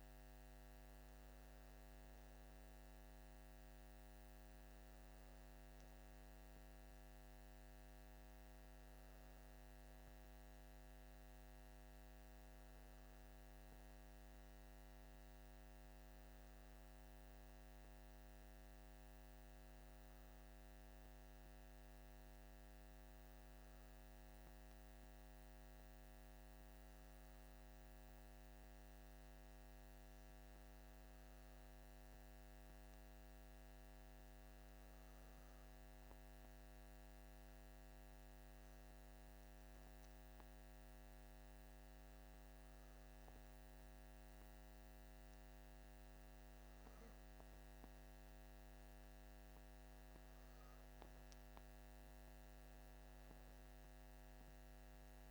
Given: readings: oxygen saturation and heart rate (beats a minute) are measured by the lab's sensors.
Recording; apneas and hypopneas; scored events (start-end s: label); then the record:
breathing in sleep, hard to hear, by a microphone on the trachea; none
none scored
From the record:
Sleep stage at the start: N2 (light sleep); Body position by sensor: on the back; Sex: male